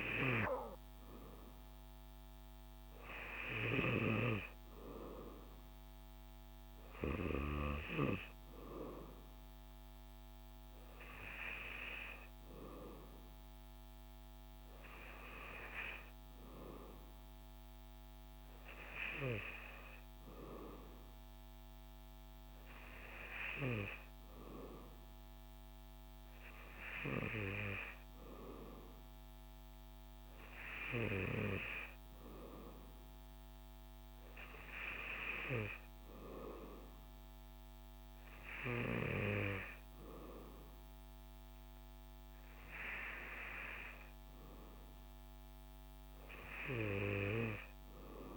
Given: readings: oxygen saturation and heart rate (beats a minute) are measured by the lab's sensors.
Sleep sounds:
breathing in sleep by a microphone on the trachea; none
none scored
From the record:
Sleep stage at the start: N2 (light sleep); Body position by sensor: on the back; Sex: male

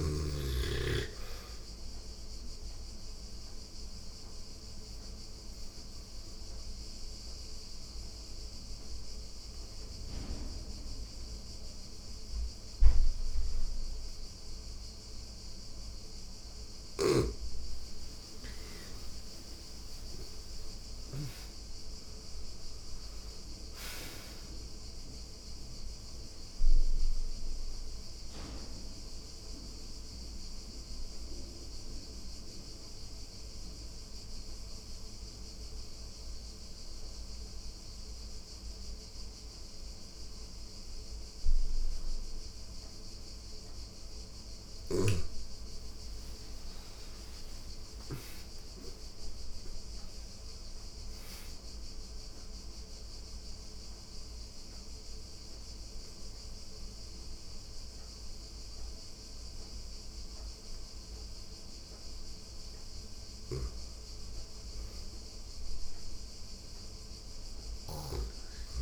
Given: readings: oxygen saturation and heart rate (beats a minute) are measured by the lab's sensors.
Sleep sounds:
breathing in sleep by a room microphone; 3
0.00-12.50 s: oxygen desaturation (device-marked, oxygen 87% lowest, heart rate 83 extreme)
2.50-16.00 s: obstructive apnea (oxygen 99% before, 87% lowest, heart rate 86 before, 83 extreme, up 26 after)
16.00-20.50 s: snoring (device-marked)
17.50-20.50 s: arousal
24.50-41.50 s: oxygen desaturation (device-marked, oxygen 98% before, 89% lowest, heart rate 93 before, 83 extreme)
27.00-44.50 s: mixed apnea (oxygen 98% before, 88% lowest, heart rate 93 before, 83 extreme, up 17 after)
46.00-49.50 s: arousal
51.00-62.00 s: obstructive apnea (oxygen 99% before, 86% lowest, heart rate 89 before, 83 extreme, up 2 after)
51.50-64.50 s: oxygen desaturation (device-marked, oxygen 99% before, 90% lowest, heart rate 90 before, 83 extreme)
62.50-67.50 s: snoring (device-marked)
63.50-66.50 s: arousal
From the record:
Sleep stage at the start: N2 (light sleep); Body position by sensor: on the back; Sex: female

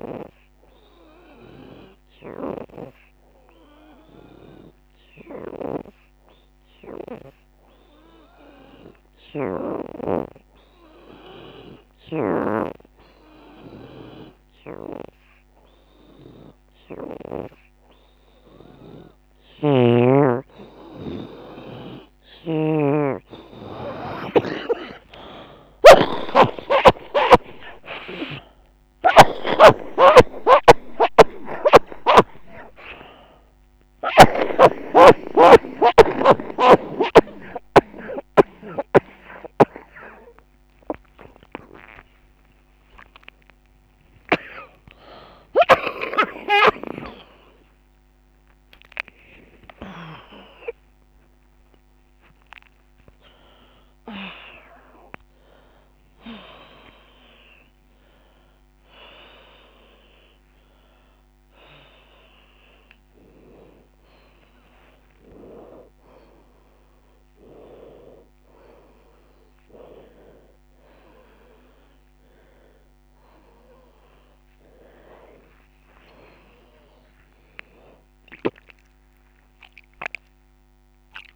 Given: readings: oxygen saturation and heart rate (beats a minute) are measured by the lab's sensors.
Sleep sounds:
a person awake in a sleep study, by a microphone on the trachea; none
0.00-10.00 s: oxygen desaturation (device-marked, oxygen 72% lowest, heart rate 85 extreme)
19.00-25.00 s: oxygen desaturation (device-marked, oxygen 74% before, 70% lowest, heart rate 90 before, 117 extreme)
31.00-81.36 s: new sleep stage, awake
34.00-36.00 s: long interval between heartbeats (device-marked, heart rate 109 before, 145 extreme)
35.00-36.00 s: drop in pulse transit time (device-marked, heart rate 112 before, 148 extreme)
38.00-51.00 s: drop in pulse transit time (device-marked, heart rate 120 before, 130 extreme)
50.00-52.00 s: long interval between heartbeats (device-marked, heart rate 139 before, 136 extreme)
53.00-59.00 s: bradycardia (device-marked)
63.00-65.00 s: long interval between heartbeats (device-marked, heart rate 99 before, 78 extreme)
65.00-75.00 s: oxygen desaturation (device-marked, oxygen 97% before, 89% lowest)
66.00 s: drop in pulse transit time (device-marked)
68.00-70.00 s: long interval between heartbeats (device-marked, heart rate 83 before, 63 extreme)
68.00-81.36 s: bradycardia (device-marked)
75.00-77.00 s: long interval between heartbeats (device-marked, heart rate 53 before, 33 extreme)
80.00-81.36 s: oxygen desaturation (device-marked, oxygen 92% before, 89% lowest)
From the record:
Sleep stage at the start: N3 (deep sleep); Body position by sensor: on the back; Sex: female

